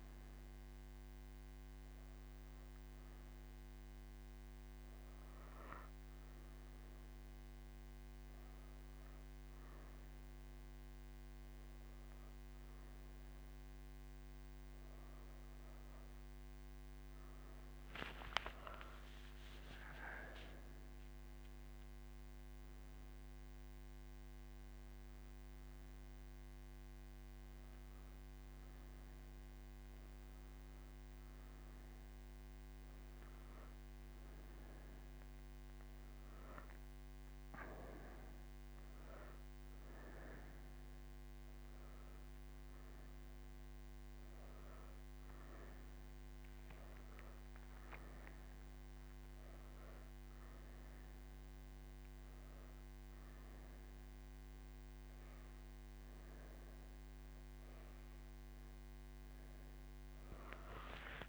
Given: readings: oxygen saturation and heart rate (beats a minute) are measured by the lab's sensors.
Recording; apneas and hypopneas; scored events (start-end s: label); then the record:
breathing in sleep, hard to hear, by a microphone on the trachea; none
0.00-3.00 s: oxygen desaturation (device-marked, oxygen 95% lowest)
From the record:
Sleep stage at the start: N3 (deep sleep); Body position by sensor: on the right side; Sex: female